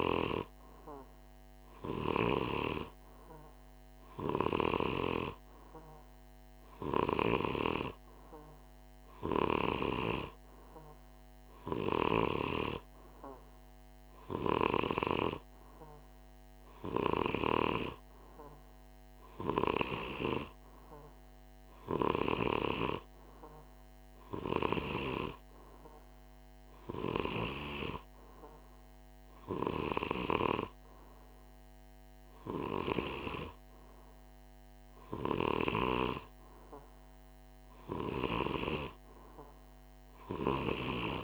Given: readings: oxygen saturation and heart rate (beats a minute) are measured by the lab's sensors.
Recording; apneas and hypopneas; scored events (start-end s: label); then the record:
breathing in sleep by a microphone on the trachea; none
none scored
From the record:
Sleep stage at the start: N2 (light sleep); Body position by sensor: on the right side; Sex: male